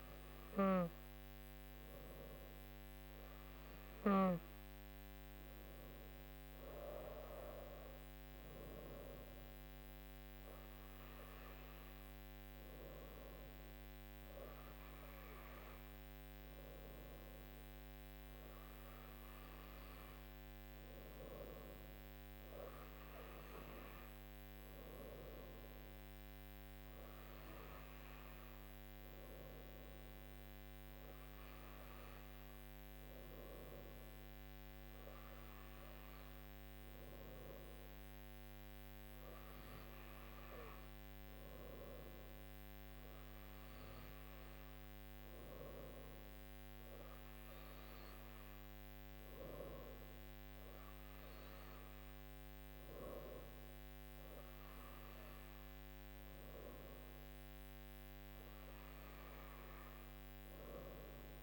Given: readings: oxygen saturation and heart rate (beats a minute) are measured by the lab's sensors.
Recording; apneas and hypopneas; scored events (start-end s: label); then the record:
breathing in sleep by a microphone on the trachea; none
none scored
From the record:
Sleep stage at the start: N2 (light sleep); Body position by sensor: on the right side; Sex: female